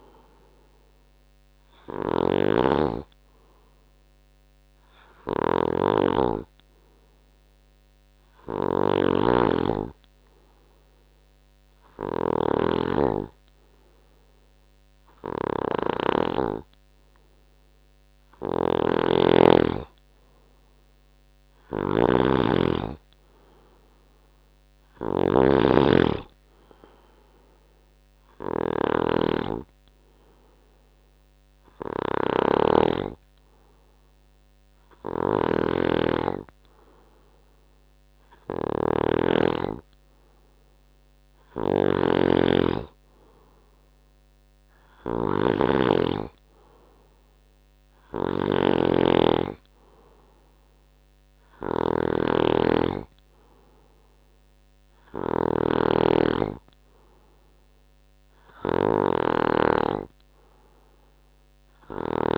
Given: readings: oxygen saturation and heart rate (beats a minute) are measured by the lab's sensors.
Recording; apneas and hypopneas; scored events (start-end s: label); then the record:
breathing in sleep by a microphone on the trachea; none
0.00-16.50 s: snoring (device-marked)
18.50-62.38 s: snoring (device-marked)
From the record:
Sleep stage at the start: N2 (light sleep); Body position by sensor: on the right side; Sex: male